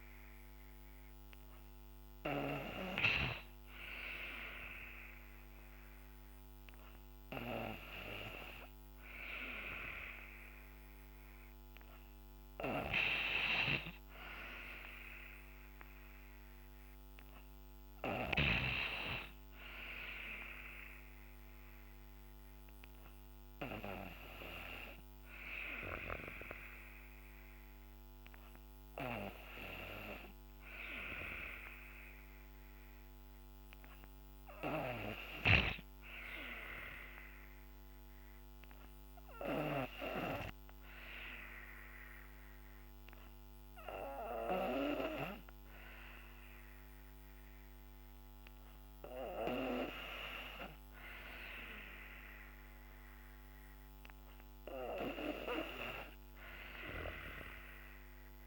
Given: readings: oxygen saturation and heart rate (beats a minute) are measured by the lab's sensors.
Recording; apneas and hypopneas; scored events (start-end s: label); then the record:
breathing in sleep by a microphone on the trachea; none
none scored
From the record:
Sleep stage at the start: N2 (light sleep); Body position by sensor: on the back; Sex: female